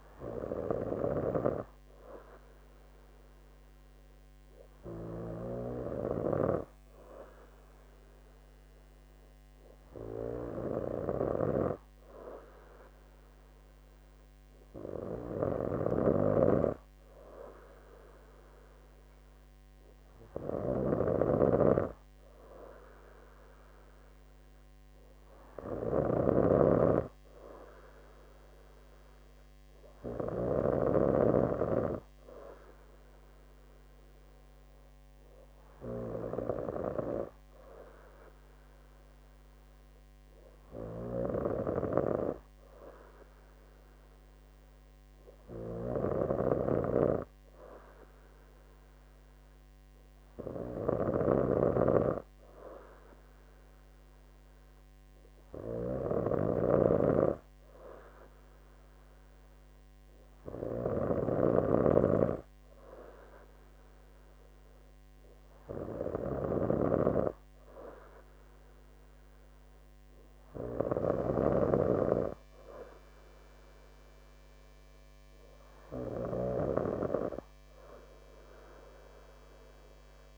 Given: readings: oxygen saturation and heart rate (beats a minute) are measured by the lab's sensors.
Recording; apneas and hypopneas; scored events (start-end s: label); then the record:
breathing in sleep by a microphone on the trachea; none
none scored
From the record:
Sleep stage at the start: N2 (light sleep); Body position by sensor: on the right side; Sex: female